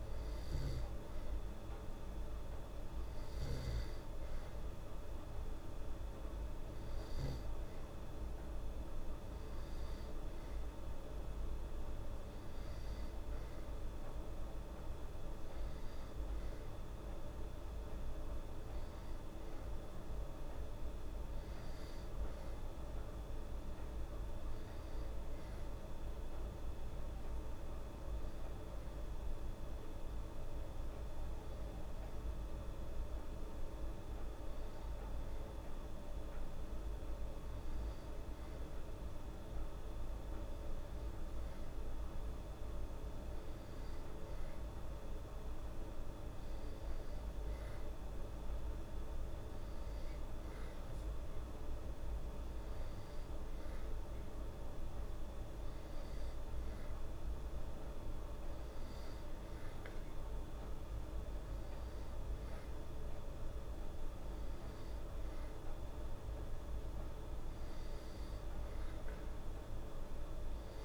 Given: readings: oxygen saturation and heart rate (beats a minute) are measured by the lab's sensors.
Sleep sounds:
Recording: breathing in sleep, hard to hear, by a room microphone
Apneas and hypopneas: none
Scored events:
none scored
From the record:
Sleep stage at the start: N2 (light sleep)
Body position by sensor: on the back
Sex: female

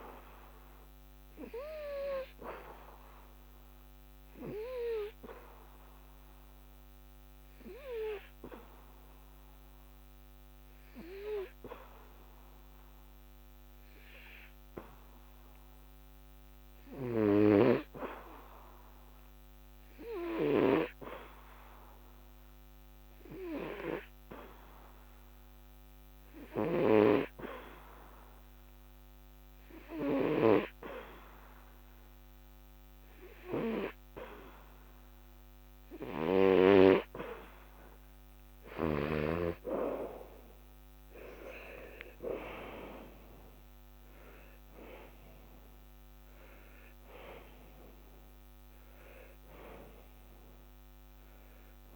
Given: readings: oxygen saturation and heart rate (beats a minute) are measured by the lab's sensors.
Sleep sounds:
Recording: breathing in sleep by a microphone on the trachea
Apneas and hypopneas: 1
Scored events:
0.00-18.00 s: oxygen desaturation (device-marked, oxygen 93% lowest, heart rate 70 extreme)
4.50-36.50 s: hypopnea (oxygen 97% before, 91% lowest, heart rate 79 before, 70 extreme, up 14 after)
33.00-51.96 s: oxygen desaturation (device-marked, oxygen 97% before, 91% lowest, heart rate 72 before, 74 extreme)
39.50-43.00 s: arousal
From the record:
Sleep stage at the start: N2 (light sleep)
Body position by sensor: on the back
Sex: male

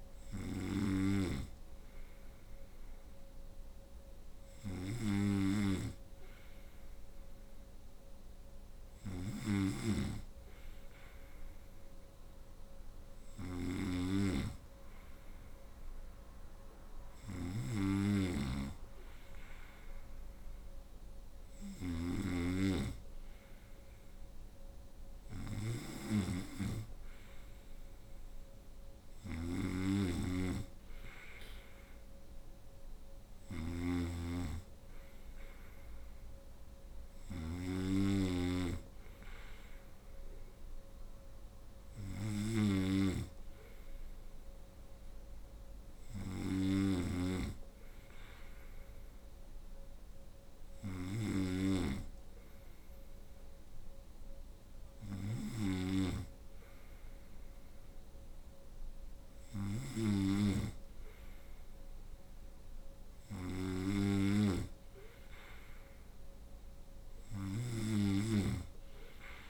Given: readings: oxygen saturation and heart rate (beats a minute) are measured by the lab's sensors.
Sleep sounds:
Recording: breathing in sleep by a room microphone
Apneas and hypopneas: none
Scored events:
0.00-69.50 s: snoring (device-marked)
From the record:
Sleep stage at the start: N2 (light sleep)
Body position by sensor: on the right side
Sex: female

